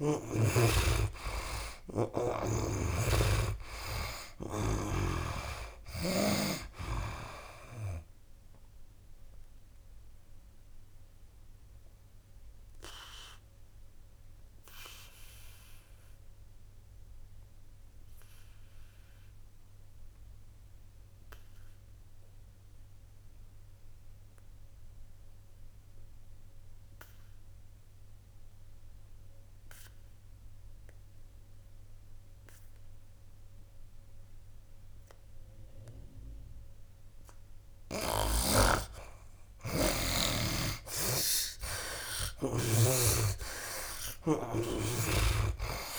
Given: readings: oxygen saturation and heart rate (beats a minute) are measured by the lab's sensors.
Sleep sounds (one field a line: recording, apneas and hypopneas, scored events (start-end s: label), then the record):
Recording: breathing in sleep by a room microphone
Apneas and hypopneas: 1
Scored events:
0.00-2.50 s: snoring (device-marked)
0.00-3.00 s: arousal
0.00-12.50 s: oxygen desaturation (device-marked, oxygen 80% lowest, heart rate 64 extreme)
9.50-37.50 s: obstructive apnea (oxygen 98% before, 71% lowest, heart rate 75 before, 64 extreme, up 13 after)
14.50-31.50 s: oxygen desaturation (device-marked, oxygen 85% before, 71% lowest, heart rate 79 before, 64 extreme)
41.50-45.50 s: arousal
43.00-45.99 s: snoring (device-marked)
From the record:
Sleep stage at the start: N2 (light sleep)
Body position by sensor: on the back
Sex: male